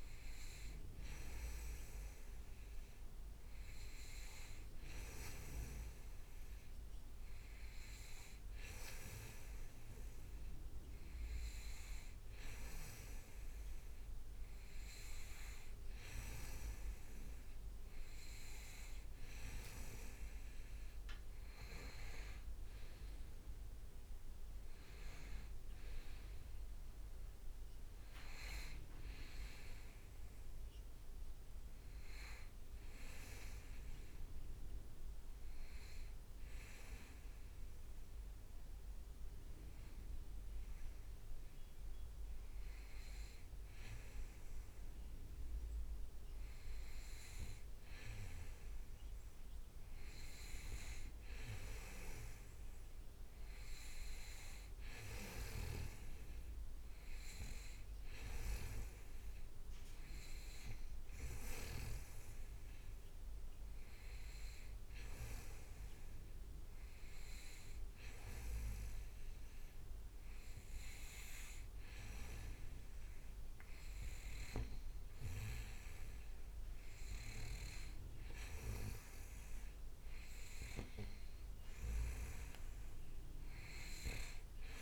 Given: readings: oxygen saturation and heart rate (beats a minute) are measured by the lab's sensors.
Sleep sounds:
breathing in sleep by a room microphone; none
14.50-16.00 s: leg movement (device-marked)
21.50-25.00 s: arousal
27.50-33.00 s: leg movement (device-marked)
43.00-49.00 s: leg movement (device-marked)
59.00-65.50 s: leg movement (device-marked)
73.00-78.50 s: leg movement (device-marked)
81.00-84.82 s: leg movement (device-marked)
From the record:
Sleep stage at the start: N2 (light sleep); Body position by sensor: on the back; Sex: male

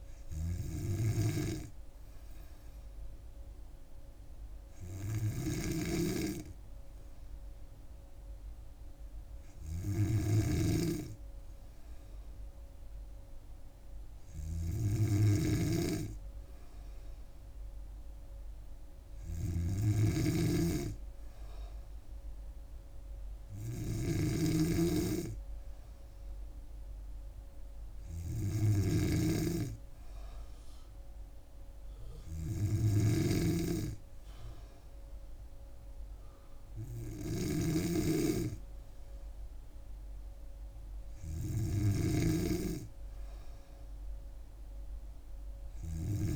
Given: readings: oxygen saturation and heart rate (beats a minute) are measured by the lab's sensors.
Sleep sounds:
breathing in sleep by a room microphone; none
5.50-46.36 s: snoring (device-marked)
7.00-46.36 s: new sleep stage, N2 (light sleep)
From the record:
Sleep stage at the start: N3 (deep sleep); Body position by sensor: on the back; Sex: female

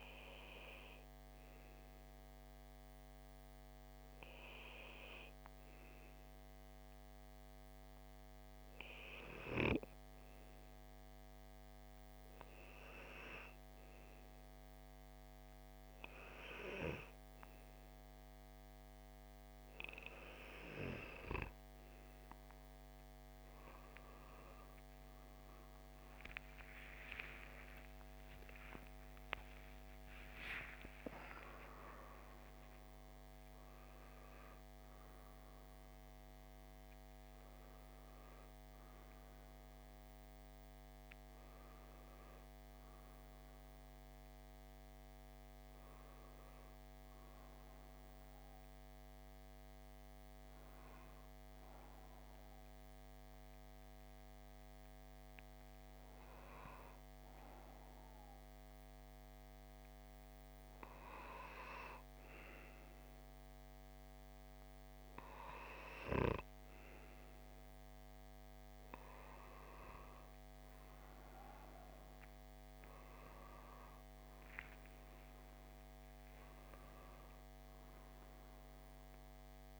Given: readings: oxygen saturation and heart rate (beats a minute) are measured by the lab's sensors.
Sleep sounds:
breathing in sleep by a microphone on the trachea; 1
27.00-32.50 s: arousal
40.50-57.50 s: hypopnea (oxygen 96% before, 94% lowest)
61.50-67.00 s: arousal
From the record:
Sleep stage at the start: N2 (light sleep); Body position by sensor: on the left side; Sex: male

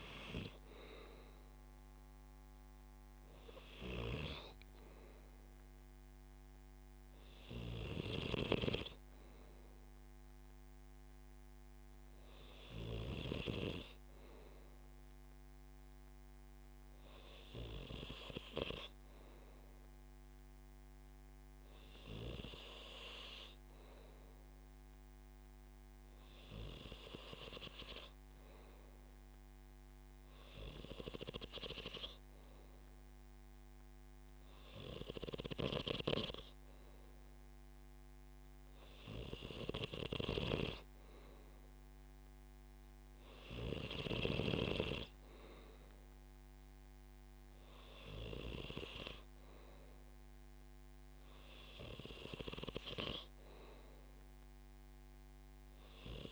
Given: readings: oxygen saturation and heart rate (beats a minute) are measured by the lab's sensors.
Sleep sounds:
breathing in sleep by a microphone on the trachea; none
none scored
From the record:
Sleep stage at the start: N2 (light sleep); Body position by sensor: on the back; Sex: male

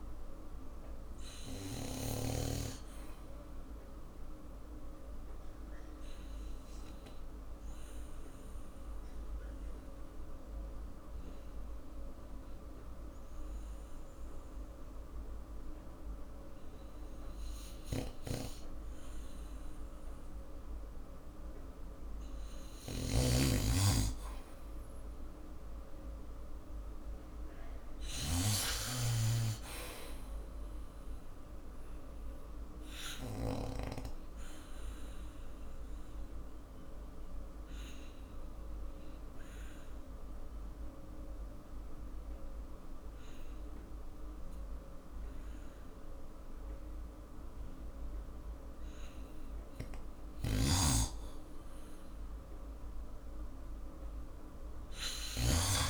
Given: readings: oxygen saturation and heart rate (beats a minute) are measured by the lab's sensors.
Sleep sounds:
breathing in sleep by a room microphone; 2
0.00-2.00 s: snoring (device-marked)
4.00-21.50 s: obstructive apnea (oxygen 99% before, 91% lowest, heart rate 59 before, 51 extreme, up 5 after)
18.00-32.00 s: oxygen desaturation (device-marked, oxygen 98% before, 94% lowest, heart rate 56 before, 52 extreme)
18.00-33.50 s: snoring (device-marked)
24.50-28.00 s: arousal
33.50-49.50 s: obstructive apnea (oxygen 98% before, 91% lowest, heart rate 53 before, 48 extreme, up 6 after)
50.00-55.90 s: snoring (device-marked)
52.00-55.50 s: arousal
52.00-55.90 s: oxygen desaturation (device-marked, oxygen 96% before, 91% lowest, heart rate 55 before, 48 extreme)
From the record:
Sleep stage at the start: N2 (light sleep); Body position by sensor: on the back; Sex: male

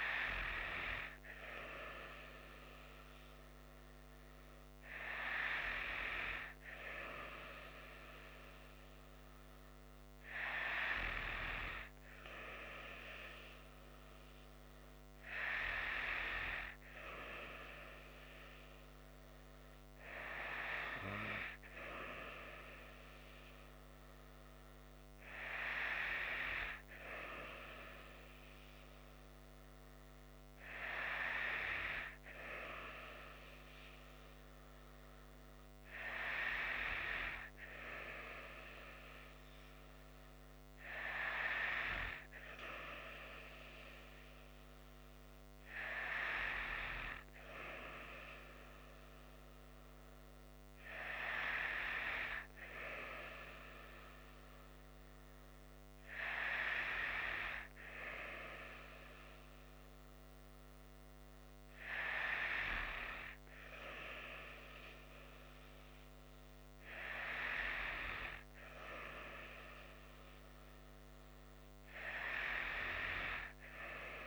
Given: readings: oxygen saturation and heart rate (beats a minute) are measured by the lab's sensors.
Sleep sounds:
breathing in sleep by a microphone on the trachea; none
none scored
From the record:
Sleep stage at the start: N2 (light sleep); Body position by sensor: on the right side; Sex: female

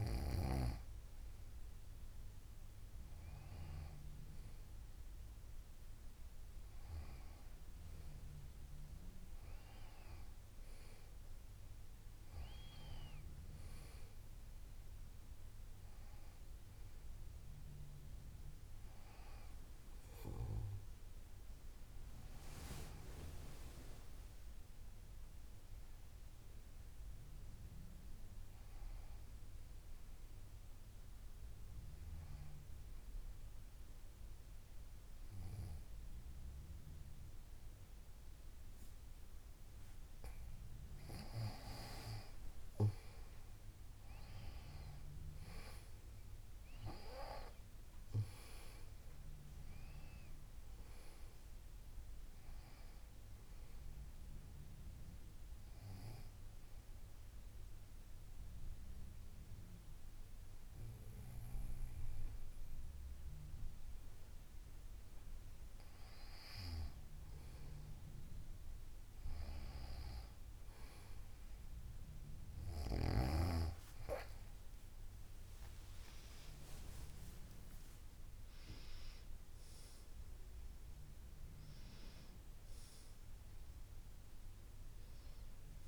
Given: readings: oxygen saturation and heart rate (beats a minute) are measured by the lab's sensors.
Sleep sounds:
breathing in sleep by a room microphone; 2
30.50-41.50 s: hypopnea (oxygen 98% before, 94% lowest, heart rate 59 before, 57 extreme, up 10 after)
43.00-47.00 s: arousal
54.00-66.50 s: obstructive apnea (oxygen 96% before, 93% lowest, heart rate 62 before, 56 extreme, up 7 after)
75.50-81.00 s: arousal
From the record:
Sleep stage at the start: N2 (light sleep); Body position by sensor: on the back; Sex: female

